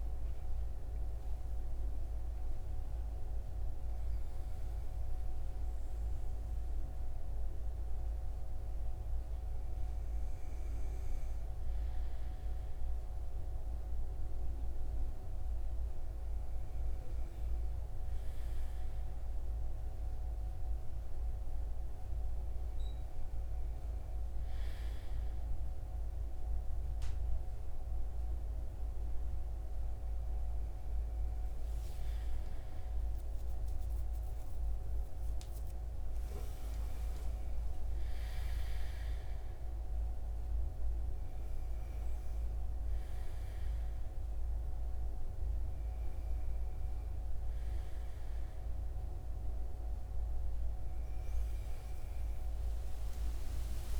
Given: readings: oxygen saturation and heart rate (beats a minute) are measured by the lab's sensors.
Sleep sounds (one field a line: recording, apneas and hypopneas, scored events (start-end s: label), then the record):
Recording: breathing in sleep, hard to hear, by a room microphone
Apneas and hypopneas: none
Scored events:
41.50-54.00 s: new sleep stage, awake
From the record:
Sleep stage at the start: N1 (lightest sleep)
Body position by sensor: on the right side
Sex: male